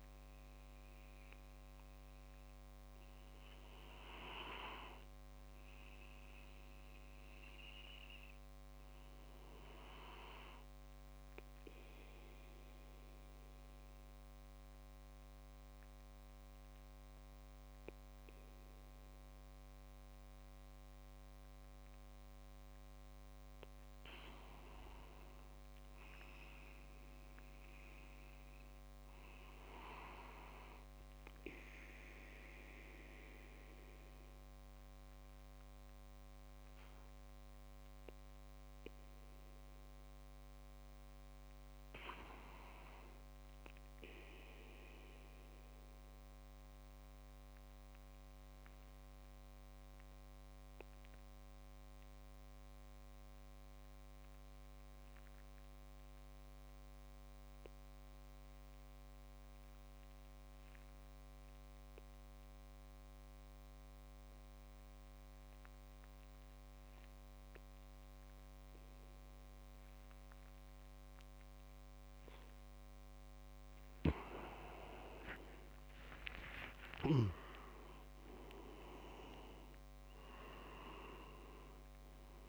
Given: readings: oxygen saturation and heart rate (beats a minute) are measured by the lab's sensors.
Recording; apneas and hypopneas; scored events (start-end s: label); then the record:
breathing in sleep by a microphone on the trachea; 2
11.00-23.50 s: central apnea (oxygen 98% before, 91% lowest)
25.00-29.50 s: arousal
46.50-72.00 s: obstructive apnea (oxygen 97% before, 90% lowest)
70.50-82.49 s: oxygen desaturation (device-marked, oxygen 97% before, 90% lowest)
74.00-77.50 s: arousal
77.00-79.50 s: leg movement (device-marked)
From the record:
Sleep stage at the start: N2 (light sleep); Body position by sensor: on the back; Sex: male